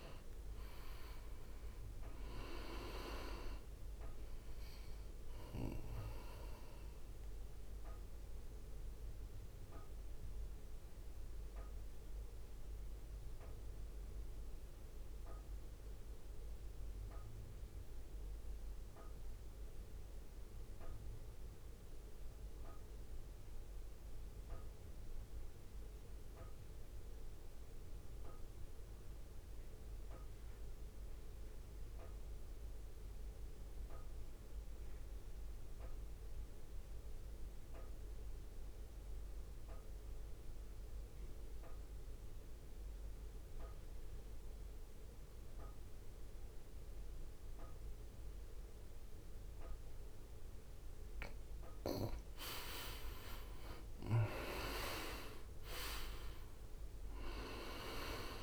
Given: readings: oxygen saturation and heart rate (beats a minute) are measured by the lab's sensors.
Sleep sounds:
breathing in sleep by a room microphone; 1
0.00-11.00 s: oxygen desaturation (device-marked, oxygen 89% lowest, heart rate 52 extreme)
0.00-14.00 s: drop in pulse transit time (device-marked, heart rate 53 extreme)
7.50-49.50 s: mixed apnea (oxygen 96% before, 83% lowest, heart rate 58 before, 54 extreme, up 8 after)
18.00-30.00 s: oxygen desaturation (device-marked, oxygen 90% before, 84% lowest, heart rate 58 before, 57 extreme)
41.00-58.43 s: oxygen desaturation (device-marked, oxygen 99% before, 89% lowest, heart rate 64 before, 54 extreme)
51.00-58.43 s: drop in pulse transit time (device-marked, heart rate 61 before, 55 extreme)
56.00-58.43 s: arousal
From the record:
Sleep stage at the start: N2 (light sleep); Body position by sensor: on the right side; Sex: male

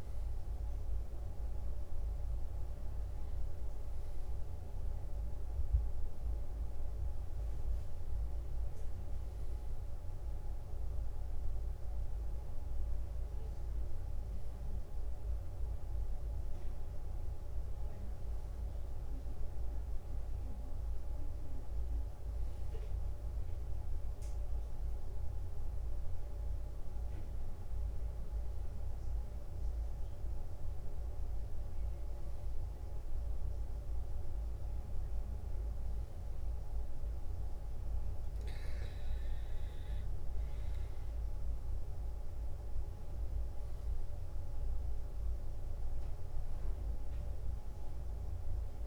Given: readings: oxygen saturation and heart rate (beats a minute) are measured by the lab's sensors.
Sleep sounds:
a person awake in a sleep study, hard to hear, by a room microphone; none
none scored
From the record:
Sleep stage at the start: awake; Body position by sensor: on the back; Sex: male

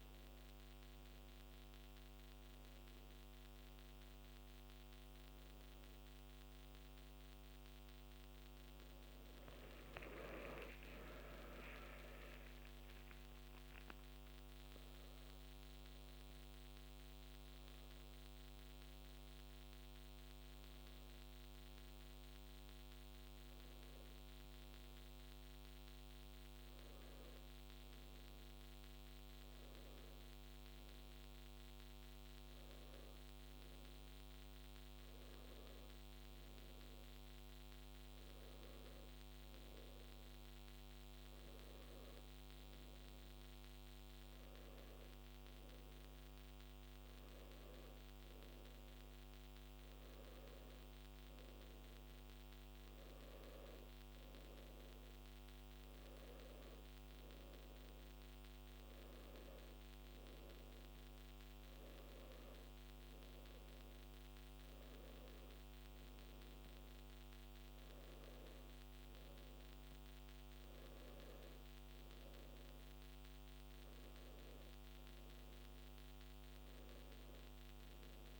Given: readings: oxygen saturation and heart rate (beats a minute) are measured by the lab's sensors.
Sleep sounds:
breathing in sleep, hard to hear, by a microphone on the trachea; none
none scored
From the record:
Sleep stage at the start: N2 (light sleep); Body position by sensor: on the back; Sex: male

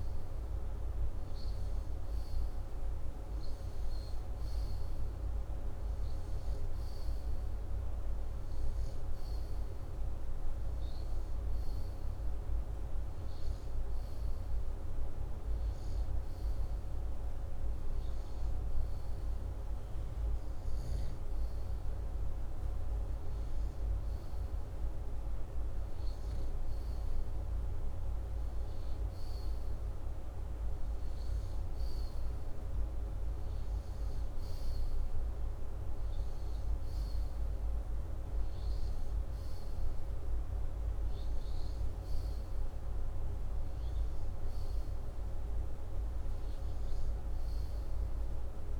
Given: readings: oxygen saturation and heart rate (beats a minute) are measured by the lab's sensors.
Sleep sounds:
breathing in sleep, hard to hear, by a room microphone; none
none scored
From the record:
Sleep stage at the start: N2 (light sleep); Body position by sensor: upright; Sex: male

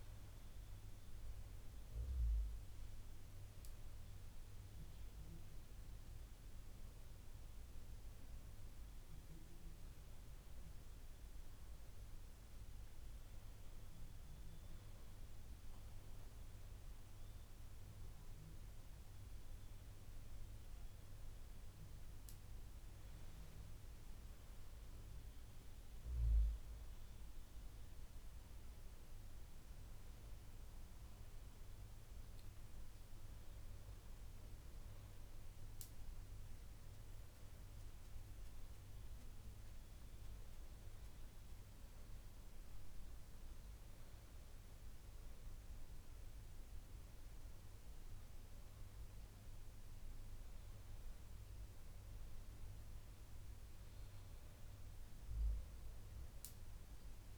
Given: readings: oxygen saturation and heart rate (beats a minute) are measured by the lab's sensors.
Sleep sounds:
breathing in sleep, hard to hear, by a room microphone; none
none scored
From the record:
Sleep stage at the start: N2 (light sleep); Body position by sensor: on the back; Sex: male

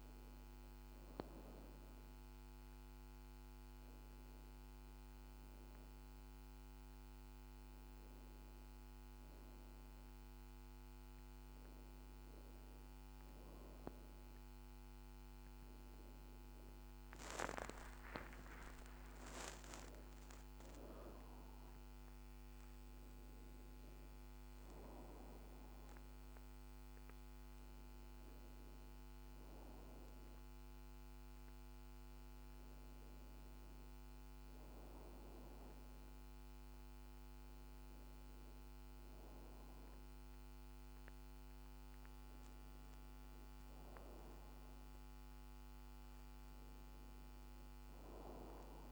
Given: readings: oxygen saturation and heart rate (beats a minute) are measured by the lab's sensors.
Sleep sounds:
breathing in sleep by a microphone on the trachea; none
16.50-21.00 s: arousal
From the record:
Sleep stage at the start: N1 (lightest sleep); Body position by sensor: on the back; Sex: female

